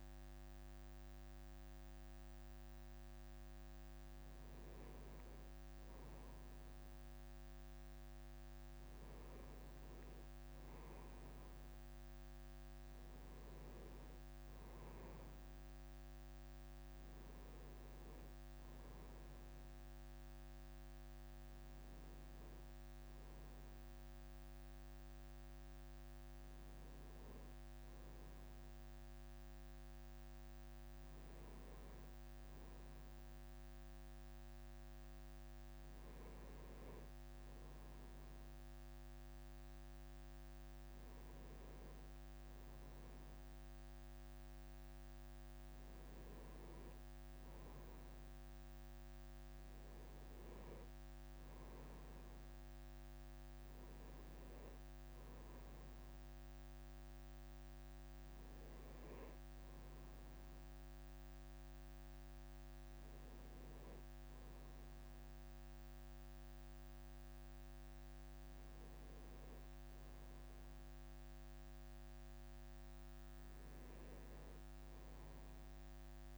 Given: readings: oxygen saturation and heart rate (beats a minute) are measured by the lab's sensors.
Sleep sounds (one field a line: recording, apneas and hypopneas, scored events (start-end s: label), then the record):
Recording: breathing in sleep, hard to hear, by a microphone on the trachea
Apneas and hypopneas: none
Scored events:
27.00-30.00 s: leg movement (device-marked)
31.50-37.50 s: leg movement (device-marked)
From the record:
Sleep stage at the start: N1 (lightest sleep)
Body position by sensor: on the right side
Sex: male